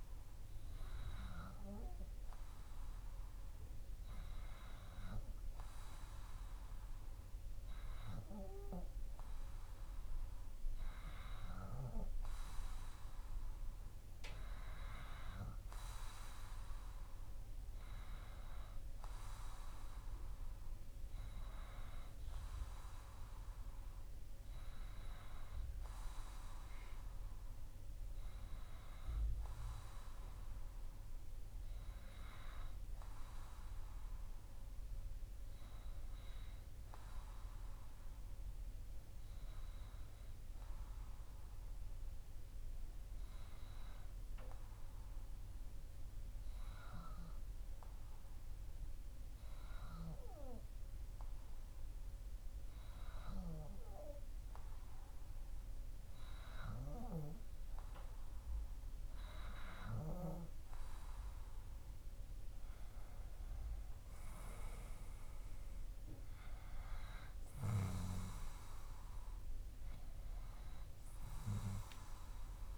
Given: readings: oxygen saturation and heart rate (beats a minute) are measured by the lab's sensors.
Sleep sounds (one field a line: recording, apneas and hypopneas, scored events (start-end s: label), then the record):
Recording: breathing in sleep by a room microphone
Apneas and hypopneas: 1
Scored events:
38.50-56.00 s: hypopnea (oxygen 95% before, 94% lowest, heart rate 60 before, 60 extreme, up 1 after)
62.00-66.50 s: arousal
From the record:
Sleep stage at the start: N2 (light sleep)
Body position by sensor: on the back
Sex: male